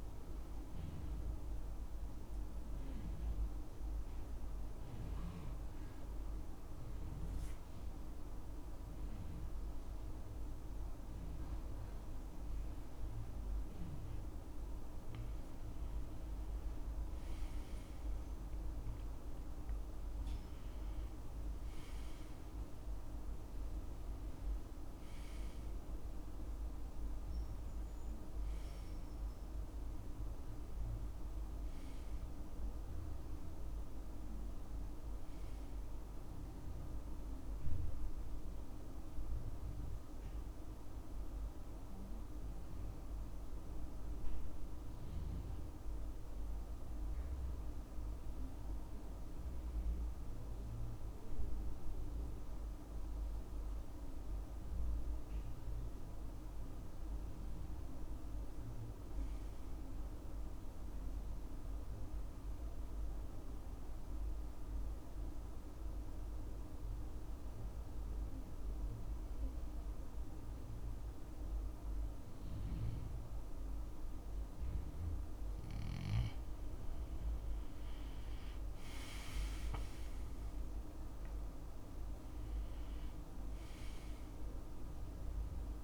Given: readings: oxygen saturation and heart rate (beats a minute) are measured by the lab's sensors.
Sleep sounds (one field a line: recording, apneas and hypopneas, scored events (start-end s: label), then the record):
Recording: breathing in sleep, hard to hear, by a room microphone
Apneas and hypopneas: 3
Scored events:
2.00-14.50 s: obstructive apnea (oxygen 95% before, 89% lowest, heart rate 69 before, 67 extreme, up 8 after)
16.00-21.00 s: arousal
24.00-48.00 s: oxygen desaturation (device-marked, oxygen 96% before, 89% lowest, heart rate 70 before, 66 extreme)
36.00-46.50 s: obstructive apnea (oxygen 96% before, 89% lowest, heart rate 72 before, 66 extreme, up 4 after)
49.00-52.00 s: arousal
61.50-76.00 s: obstructive apnea (oxygen 98% before, 90% lowest, heart rate 67 before, 67 extreme, up 8 after)
77.00-81.00 s: arousal
79.00-85.84 s: oxygen desaturation (device-marked, oxygen 96% before, 90% lowest, heart rate 68 before, 64 extreme)
From the record:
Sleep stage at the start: N2 (light sleep)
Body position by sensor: on the right side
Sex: male